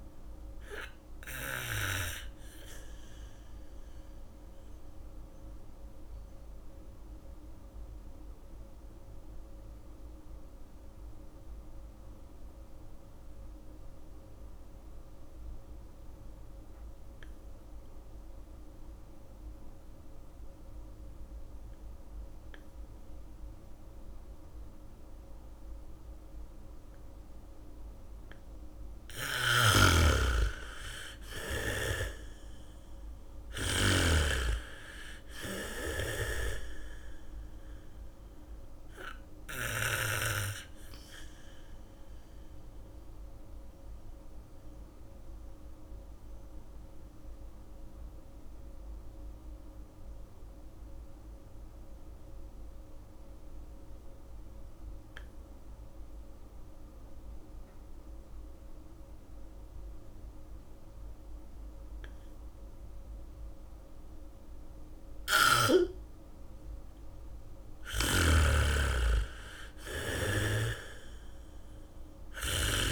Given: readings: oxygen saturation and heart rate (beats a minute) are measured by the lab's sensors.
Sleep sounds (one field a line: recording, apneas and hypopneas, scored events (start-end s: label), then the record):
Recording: breathing in sleep by a room microphone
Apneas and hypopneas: 2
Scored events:
0.00-1.50 s: bradycardia (device-marked)
0.00-17.50 s: oxygen desaturation (device-marked, oxygen 86% lowest, heart rate 34 extreme)
4.50-28.50 s: mixed apnea (oxygen 99% before, 85% lowest, heart rate 54 before, 34 extreme)
29.50-37.50 s: bradycardia (device-marked, heart rate 69 before, 34 extreme)
30.00-34.50 s: snoring (device-marked)
30.50-34.50 s: arousal
30.50-55.50 s: oxygen desaturation (device-marked, oxygen 99% before, 85% lowest)
40.00-66.00 s: mixed apnea (oxygen 99% before, 85% lowest)
64.50-72.92 s: bradycardia (device-marked)
67.50-72.50 s: arousal
68.50-72.92 s: oxygen desaturation (device-marked, oxygen 99% before, 85% lowest)
From the record:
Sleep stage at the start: N2 (light sleep)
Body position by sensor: on the back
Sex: female